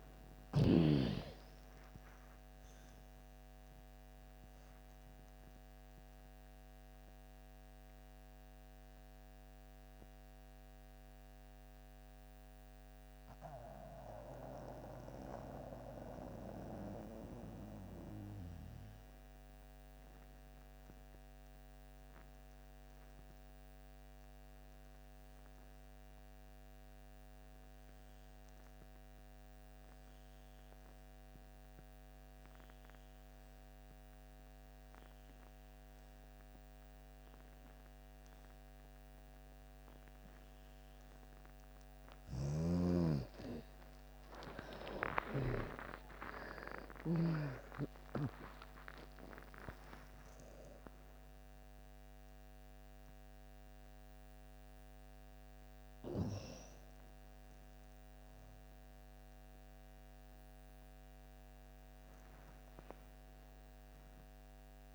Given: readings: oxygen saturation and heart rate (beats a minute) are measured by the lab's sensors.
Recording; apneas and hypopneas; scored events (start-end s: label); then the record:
breathing in sleep by a microphone on the trachea; 1
0.00-2.00 s: arousal
0.00-26.00 s: oxygen desaturation (device-marked, oxygen 81% lowest)
5.50-41.00 s: mixed apnea (oxygen 98% before, 81% lowest)
32.00-64.95 s: oxygen desaturation (device-marked, oxygen 99% before, 82% lowest)
41.50-45.00 s: snoring (device-marked)
43.50-48.00 s: arousal
From the record:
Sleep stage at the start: N2 (light sleep); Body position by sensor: on the back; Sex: female